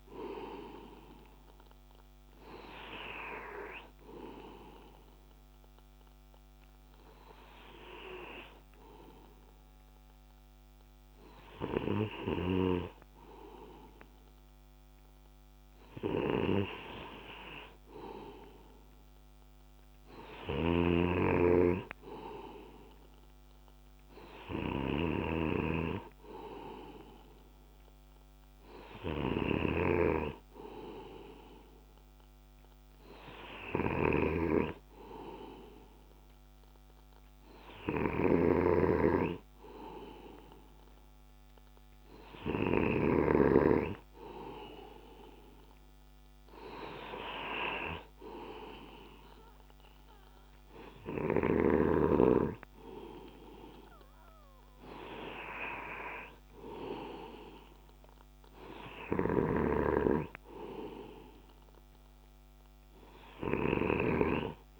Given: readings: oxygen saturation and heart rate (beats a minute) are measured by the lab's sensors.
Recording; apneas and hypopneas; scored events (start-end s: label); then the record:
breathing in sleep by a microphone on the trachea; none
0.00-1.50 s: arousal
From the record:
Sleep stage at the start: N2 (light sleep); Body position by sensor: on the left side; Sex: male